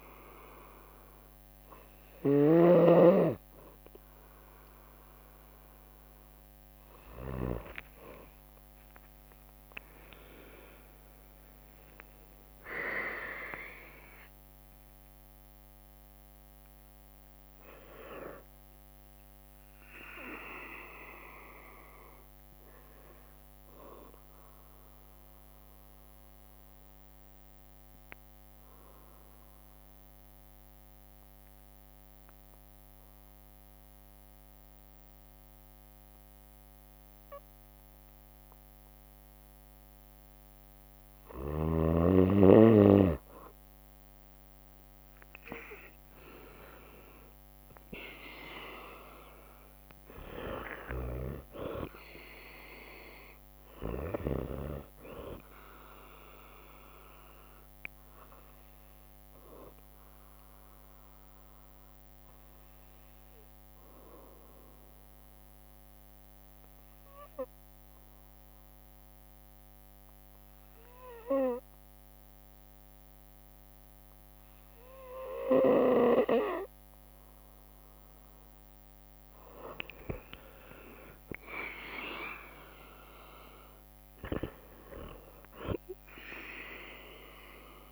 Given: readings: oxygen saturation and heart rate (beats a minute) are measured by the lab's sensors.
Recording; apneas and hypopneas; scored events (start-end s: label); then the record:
breathing in sleep by a microphone on the trachea; 2
0.00-7.50 s: snoring (device-marked)
8.00-11.50 s: arousal
9.50-11.50 s: long interval between heartbeats (device-marked, heart rate 62 before, 89 extreme)
10.50-25.50 s: drop in pulse transit time (device-marked, heart rate 64 before, 62 extreme)
24.50-40.00 s: obstructive apnea (oxygen 95% before, 93% lowest, heart rate 74 before, 58 extreme, up 1 after)
26.50-33.50 s: bradycardia (device-marked, heart rate 62 before, 59 extreme)
35.50-44.50 s: bradycardia (device-marked, heart rate 62 before, 59 extreme)
41.00-44.50 s: arousal
44.50-57.50 s: drop in pulse transit time (device-marked, heart rate 60 before, 58 extreme)
46.50-73.50 s: oxygen desaturation (device-marked, oxygen 98% before, 93% lowest, heart rate 59 before, 57 extreme)
50.50-54.00 s: snoring (device-marked)
55.50-59.50 s: bradycardia (device-marked, heart rate 62 before, 59 extreme)
59.50-76.50 s: obstructive apnea (oxygen 98% before, 92% lowest, heart rate 61 before, 57 extreme, up 3 after)
66.50-78.50 s: bradycardia (device-marked, heart rate 62 before, 57 extreme)
80.00-84.00 s: arousal
80.50-87.92 s: drop in pulse transit time (device-marked, heart rate 59 before, 59 extreme)
80.50-87.92 s: oxygen desaturation (device-marked, oxygen 98% before, 93% lowest, heart rate 59 before, 56 extreme)
From the record:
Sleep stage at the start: N2 (light sleep); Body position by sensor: on the right side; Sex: female